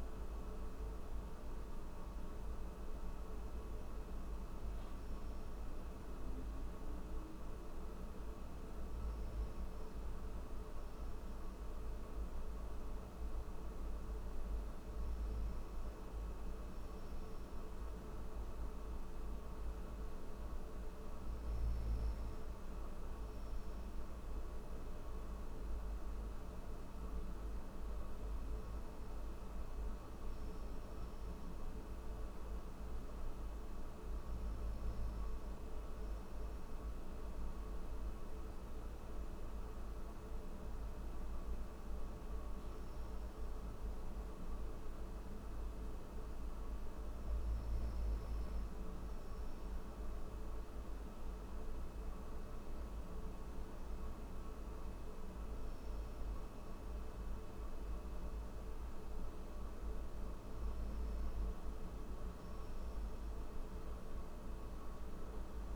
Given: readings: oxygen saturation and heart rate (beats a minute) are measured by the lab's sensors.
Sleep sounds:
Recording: breathing in sleep, hard to hear, by a room microphone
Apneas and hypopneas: none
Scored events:
none scored
From the record:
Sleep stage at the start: N3 (deep sleep)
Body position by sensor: on the back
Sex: male

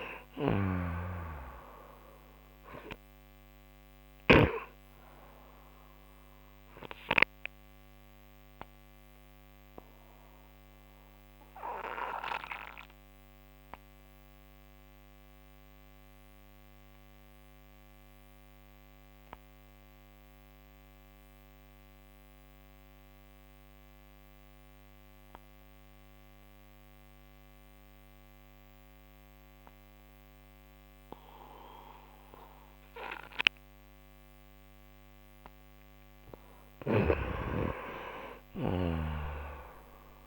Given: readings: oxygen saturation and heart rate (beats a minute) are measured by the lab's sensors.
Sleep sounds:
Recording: breathing in sleep by a microphone on the trachea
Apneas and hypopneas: 1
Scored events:
6.00-34.50 s: obstructive apnea (oxygen 97% before, 88% lowest)
10.50-27.50 s: oxygen desaturation (device-marked, oxygen 94% before, 88% lowest)
36.50-40.00 s: arousal
From the record:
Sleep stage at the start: N2 (light sleep)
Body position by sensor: on the right side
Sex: male

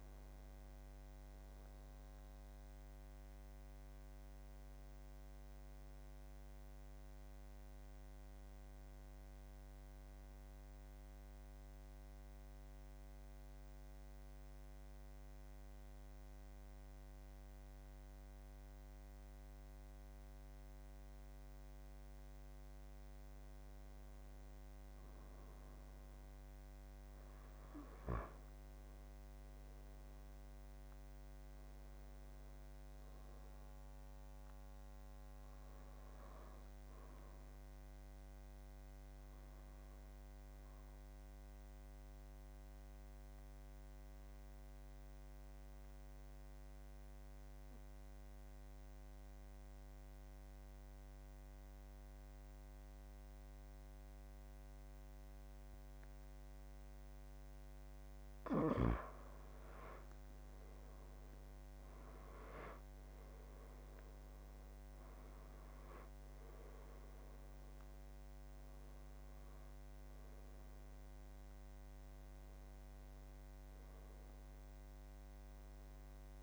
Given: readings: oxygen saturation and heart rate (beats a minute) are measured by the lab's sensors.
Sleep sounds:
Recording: breathing in sleep, hard to hear, by a microphone on the trachea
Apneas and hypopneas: 2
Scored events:
0.00-10.00 s: oxygen desaturation (device-marked, oxygen 87% lowest, heart rate 73 extreme)
10.50-24.00 s: mixed apnea (oxygen 92% before, 85% lowest, heart rate 84 before, 67 extreme, up 8 after)
28.50-31.50 s: arousal
31.00-42.00 s: oxygen desaturation (device-marked, oxygen 97% before, 92% lowest, heart rate 76 before, 67 extreme)
37.00-58.00 s: obstructive apnea (oxygen 97% before, 85% lowest, heart rate 77 before, 71 extreme, up 8 after)
57.00-76.43 s: oxygen desaturation (device-marked, oxygen 95% before, 85% lowest, heart rate 74 before, 79 extreme)
64.00-76.43 s: new sleep stage, awake
From the record:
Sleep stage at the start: N2 (light sleep)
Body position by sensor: on the back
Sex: male

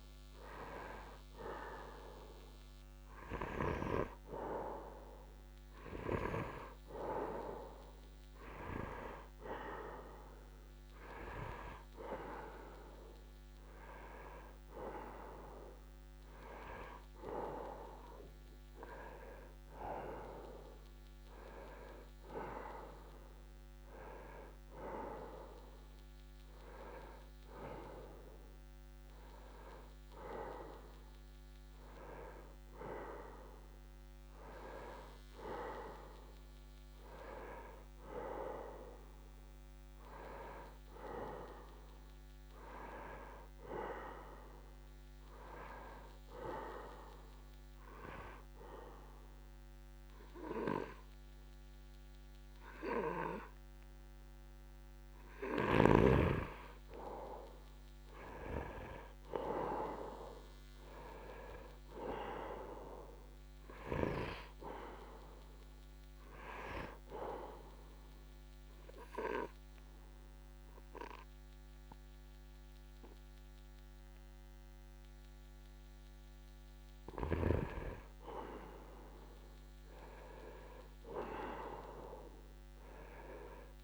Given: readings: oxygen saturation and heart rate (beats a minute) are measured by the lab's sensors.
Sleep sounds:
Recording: breathing in sleep by a microphone on the trachea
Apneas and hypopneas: 2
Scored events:
12.50-27.50 s: oxygen desaturation (device-marked, oxygen 97% before, 93% lowest, heart rate 74 before, 69 extreme)
30.00-34.50 s: arousal
47.00-57.00 s: obstructive apnea (oxygen 96% before, 90% lowest, heart rate 70 before, 65 extreme, up 0 after)
59.00-62.50 s: arousal
66.50-78.00 s: obstructive apnea (oxygen 97% before, 90% lowest, heart rate 69 before, 67 extreme, up 0 after)
68.50-80.50 s: oxygen desaturation (device-marked, oxygen 97% before, 90% lowest, heart rate 68 before, 67 extreme)
80.50-83.84 s: arousal
From the record:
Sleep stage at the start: N1 (lightest sleep)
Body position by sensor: on the right side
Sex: male

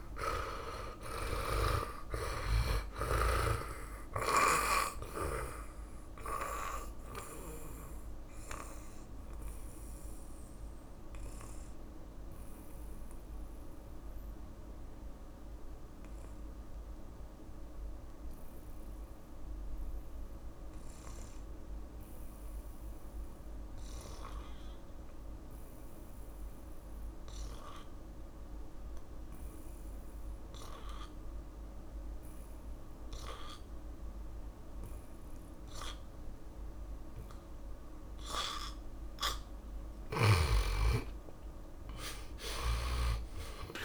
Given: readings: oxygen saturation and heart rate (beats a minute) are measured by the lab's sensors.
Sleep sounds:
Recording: breathing in sleep by a room microphone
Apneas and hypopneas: 1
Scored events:
0.00-1.00 s: arousal
0.00-4.00 s: snoring (device-marked)
0.00-26.00 s: oxygen desaturation (device-marked, oxygen 80% lowest, heart rate 52 extreme)
6.50-39.00 s: mixed apnea (oxygen 100% before, 80% lowest, heart rate 58 before, 53 extreme, up 14 after)
37.00-43.85 s: oxygen desaturation (device-marked, oxygen 100% before, 81% lowest, heart rate 58 before, 50 extreme)
42.00-43.85 s: arousal
From the record:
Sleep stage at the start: N2 (light sleep)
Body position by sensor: on the back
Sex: male

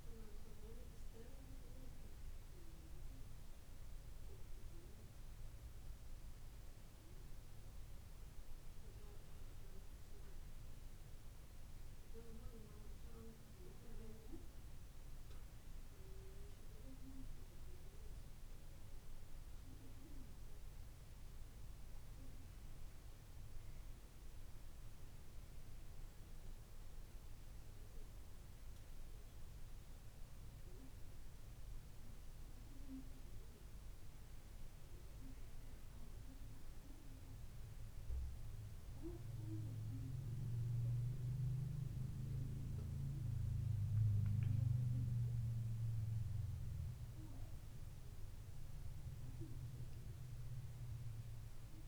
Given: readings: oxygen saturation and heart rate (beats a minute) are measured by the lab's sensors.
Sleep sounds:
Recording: a person awake in a sleep study, by a room microphone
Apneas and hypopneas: none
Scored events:
38.50-51.88 s: new sleep stage, N1 (lightest sleep)
From the record:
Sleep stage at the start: awake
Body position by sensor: on the back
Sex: female

